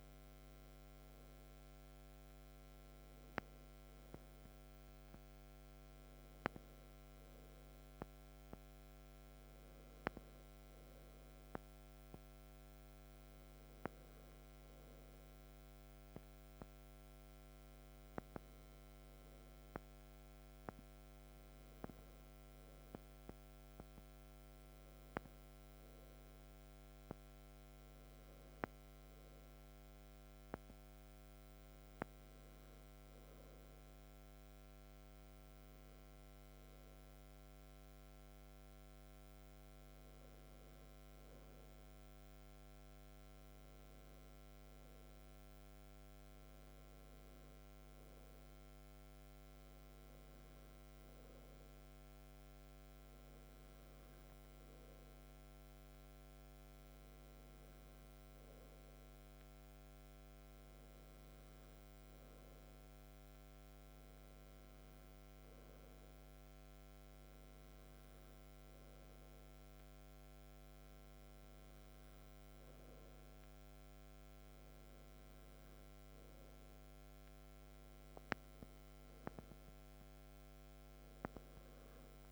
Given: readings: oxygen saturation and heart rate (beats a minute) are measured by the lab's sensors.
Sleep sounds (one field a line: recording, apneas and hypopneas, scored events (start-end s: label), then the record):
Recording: breathing in sleep, hard to hear, by a microphone on the trachea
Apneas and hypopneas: none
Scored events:
none scored
From the record:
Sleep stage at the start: N2 (light sleep)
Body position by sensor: on the back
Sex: male